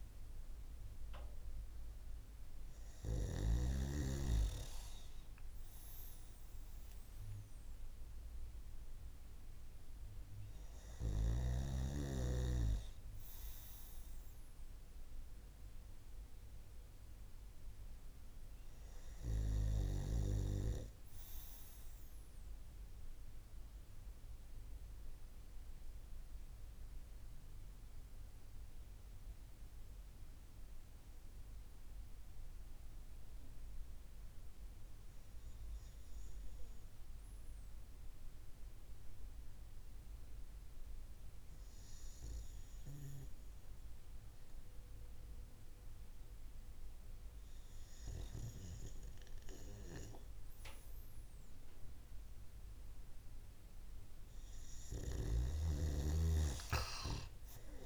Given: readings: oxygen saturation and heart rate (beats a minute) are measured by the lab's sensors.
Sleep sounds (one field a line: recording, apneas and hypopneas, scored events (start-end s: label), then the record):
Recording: breathing in sleep by a room microphone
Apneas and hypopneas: 1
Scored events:
23.50-47.00 s: hypopnea (oxygen 97% before, 92% lowest)
From the record:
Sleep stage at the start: REM sleep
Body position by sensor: on the right side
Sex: male